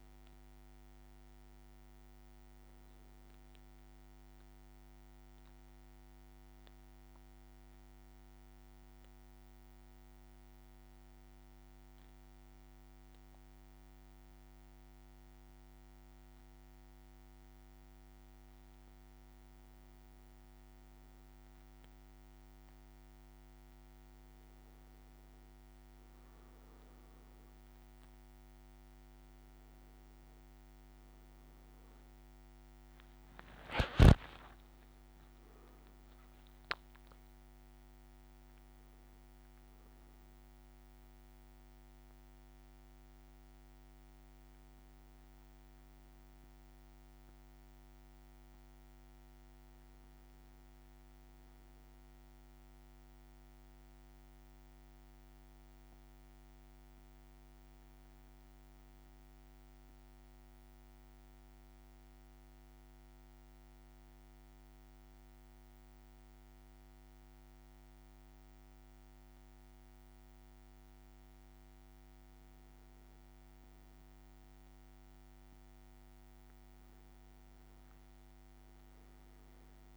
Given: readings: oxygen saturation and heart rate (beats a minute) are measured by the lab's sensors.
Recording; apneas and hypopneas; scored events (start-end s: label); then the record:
a person partly awake in a sleep study, hard to hear, by a microphone on the trachea; 2
2.50-18.00 s: mixed apnea (oxygen 99% before, 96% lowest, heart rate 59 before, 54 extreme, up 3 after)
23.00-53.00 s: new sleep stage, awake
33.50-36.00 s: leg movement (device-marked)
53.00-79.97 s: new sleep stage, N1 (lightest sleep)
59.50-72.50 s: central apnea (oxygen 99% before, 96% lowest, heart rate 58 before, 57 extreme, up 2 after)
76.00-79.50 s: arousal
From the record:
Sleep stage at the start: N2 (light sleep); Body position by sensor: on the back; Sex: male